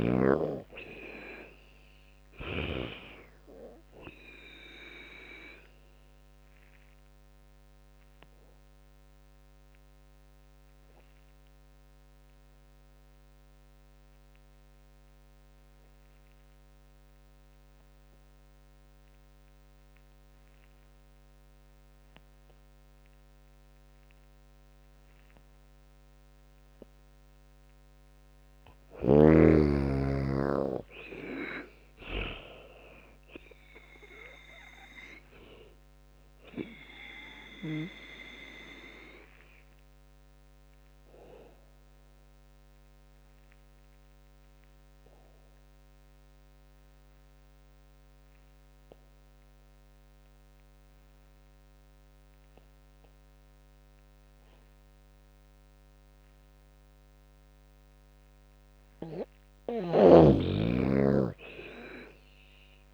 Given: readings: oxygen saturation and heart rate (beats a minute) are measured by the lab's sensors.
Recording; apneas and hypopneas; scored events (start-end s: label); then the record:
breathing in sleep by a microphone on the trachea; 2
0.00-2.00 s: arousal
0.00-2.50 s: snoring (device-marked)
0.00-11.00 s: drop in pulse transit time (device-marked, heart rate 71 before, 73 extreme)
5.50-26.50 s: obstructive apnea (oxygen 99% before, 91% lowest, heart rate 72 before, 67 extreme, up 18 after)
7.00-23.00 s: oxygen desaturation (device-marked, oxygen 98% before, 93% lowest, heart rate 73 before, 67 extreme)
26.00-28.00 s: long interval between heartbeats (device-marked, heart rate 74 before, 74 extreme)
28.00-42.00 s: drop in pulse transit time (device-marked, heart rate 73 before, 73 extreme)
28.50-32.00 s: snoring (device-marked)
28.50-32.50 s: arousal
33.00-54.00 s: oxygen desaturation (device-marked, oxygen 98% before, 91% lowest, heart rate 74 before, 71 extreme)
38.00-57.00 s: obstructive apnea (oxygen 98% before, 91% lowest, heart rate 79 before, 71 extreme, up 15 after)
59.50-62.50 s: arousal
61.00-62.94 s: drop in pulse transit time (device-marked, heart rate 75 before, 75 extreme)
From the record:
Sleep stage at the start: N2 (light sleep); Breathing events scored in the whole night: 289 in 4.2 hours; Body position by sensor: on the back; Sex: female